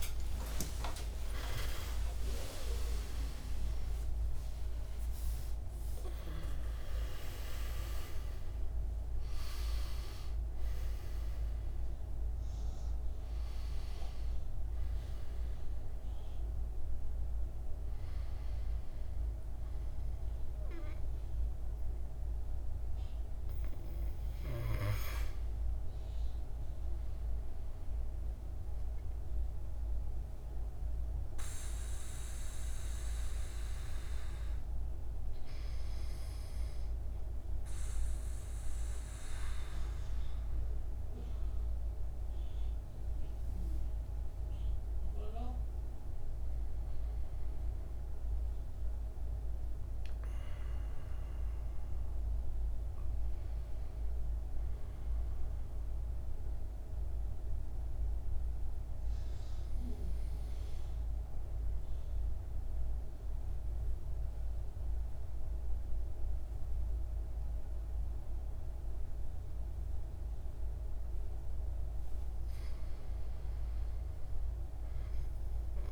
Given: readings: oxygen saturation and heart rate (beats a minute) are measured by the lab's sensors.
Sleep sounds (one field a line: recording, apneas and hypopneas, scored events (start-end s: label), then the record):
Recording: breathing in sleep by a room microphone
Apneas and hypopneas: 1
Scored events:
0.00-2.50 s: arousal
0.00-12.50 s: oxygen desaturation (device-marked, oxygen 87% lowest, heart rate 58 extreme)
14.50-32.50 s: oxygen desaturation (device-marked, oxygen 92% before, 82% lowest, heart rate 103 before, 58 extreme)
49.00-52.50 s: arousal
55.50-71.50 s: obstructive apnea (oxygen 100% before, 93% lowest, heart rate 64 before, 59 extreme, up 4 after)
73.50-75.92 s: arousal
From the record:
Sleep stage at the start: N1 (lightest sleep)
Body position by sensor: on the back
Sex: male